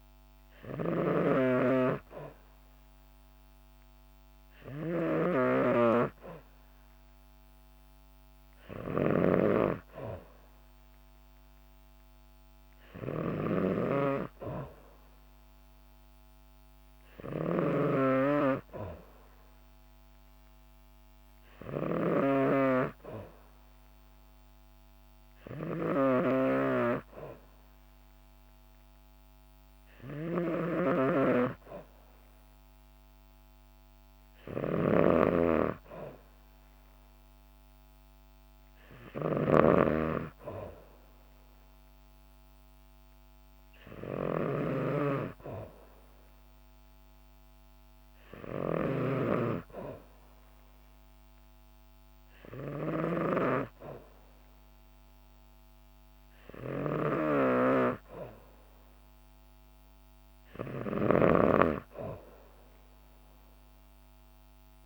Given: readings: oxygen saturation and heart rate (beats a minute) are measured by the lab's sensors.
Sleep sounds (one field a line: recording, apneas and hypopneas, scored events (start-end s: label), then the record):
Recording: breathing in sleep by a microphone on the trachea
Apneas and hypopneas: none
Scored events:
0.00-64.86 s: snoring (device-marked)
From the record:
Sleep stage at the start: N2 (light sleep)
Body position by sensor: on the back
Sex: female